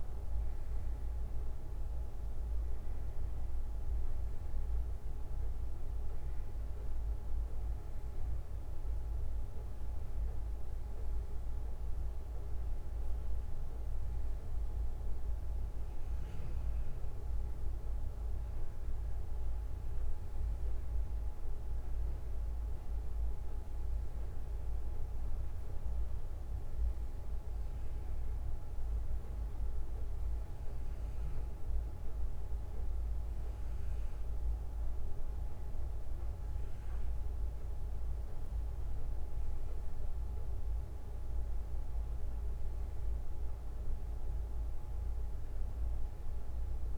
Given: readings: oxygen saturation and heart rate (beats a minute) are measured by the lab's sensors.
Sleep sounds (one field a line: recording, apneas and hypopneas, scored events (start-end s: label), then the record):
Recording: breathing in sleep, hard to hear, by a room microphone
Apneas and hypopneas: none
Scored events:
6.00-46.98 s: new sleep stage, N1 (lightest sleep)
6.50-12.00 s: arousal
From the record:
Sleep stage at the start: N2 (light sleep)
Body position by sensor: on the back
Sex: male